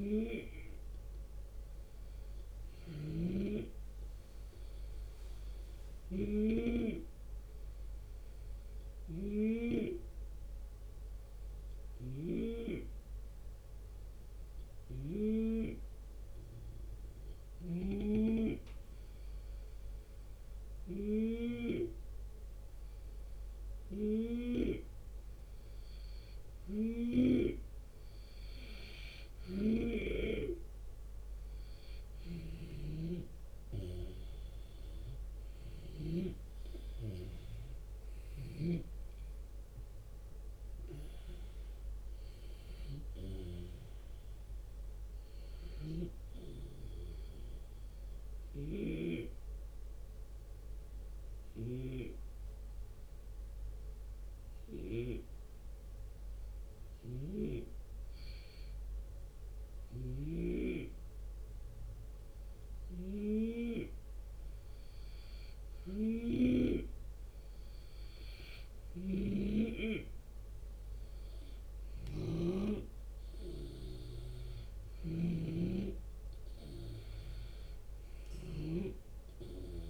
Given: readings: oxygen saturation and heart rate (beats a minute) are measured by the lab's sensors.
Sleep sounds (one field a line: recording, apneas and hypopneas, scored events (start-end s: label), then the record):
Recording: breathing in sleep by a room microphone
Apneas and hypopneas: 2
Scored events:
0.00-12.00 s: snoring (device-marked)
3.00-5.00 s: long interval between heartbeats (device-marked)
7.50-25.00 s: hypopnea (oxygen 92% before, 88% lowest)
14.00-17.50 s: snoring (device-marked)
31.50-35.50 s: snoring (device-marked)
34.00-39.50 s: arousal
45.00-48.50 s: snoring (device-marked)
47.00-57.00 s: obstructive apnea (oxygen 91% before, 88% lowest)
56.50-60.00 s: snoring (device-marked)
62.00-66.00 s: snoring (device-marked)
68.00-72.00 s: snoring (device-marked)
70.00-74.00 s: arousal
From the record:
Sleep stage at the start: N2 (light sleep)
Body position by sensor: on the left side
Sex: male